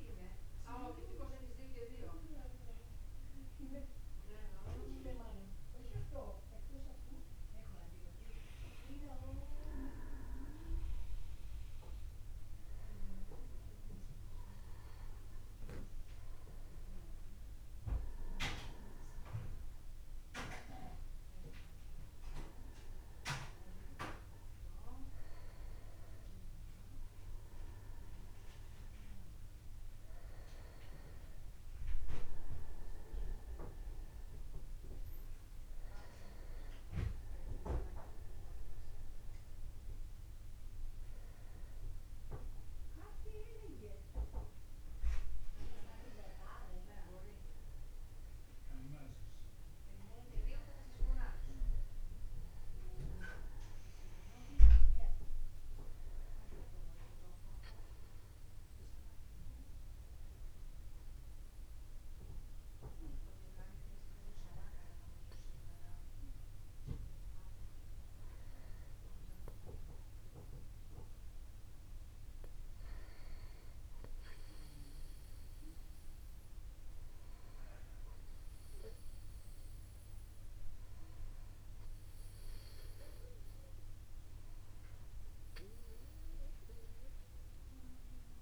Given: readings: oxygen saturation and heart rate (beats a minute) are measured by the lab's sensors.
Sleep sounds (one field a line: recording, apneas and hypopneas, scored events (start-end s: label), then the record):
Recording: breathing in sleep by a room microphone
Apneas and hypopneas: none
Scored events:
32.00-37.00 s: arousal
60.50-88.41 s: new sleep stage, N2 (light sleep)
From the record:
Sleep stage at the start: N1 (lightest sleep)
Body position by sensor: upright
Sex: male